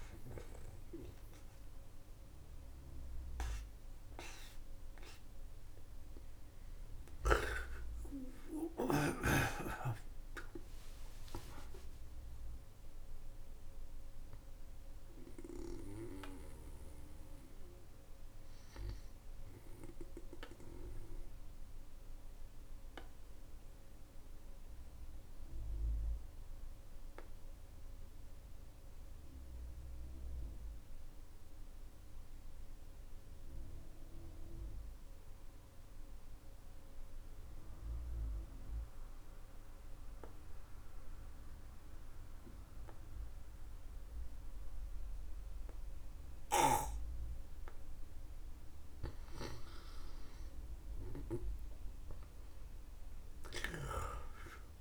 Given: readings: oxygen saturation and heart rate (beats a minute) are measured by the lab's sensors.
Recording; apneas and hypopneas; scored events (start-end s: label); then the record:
breathing in sleep by a room microphone; 1
10.00-15.50 s: arousal
19.00-48.00 s: obstructive apnea (oxygen 97% before, 91% lowest, heart rate 63 before, 44 extreme, up 17 after)
49.00-52.50 s: arousal
52.00-54.81 s: oxygen desaturation (device-marked, oxygen 99% before, 91% lowest, heart rate 54 before, 48 extreme)
53.00-54.81 s: snoring (device-marked)
From the record:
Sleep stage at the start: N2 (light sleep); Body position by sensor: on the back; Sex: male